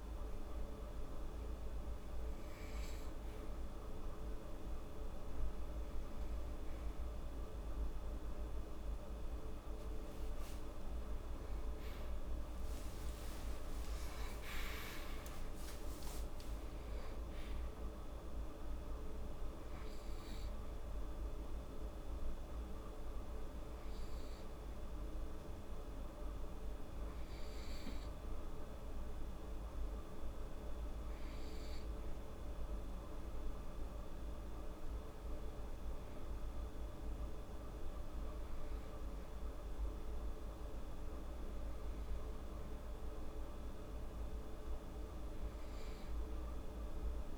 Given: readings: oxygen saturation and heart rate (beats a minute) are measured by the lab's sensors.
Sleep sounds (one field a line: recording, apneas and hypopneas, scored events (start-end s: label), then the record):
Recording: breathing in sleep, hard to hear, by a room microphone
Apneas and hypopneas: none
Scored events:
9.00-14.00 s: arousal
From the record:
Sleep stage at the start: N2 (light sleep)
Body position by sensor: on the right side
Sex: female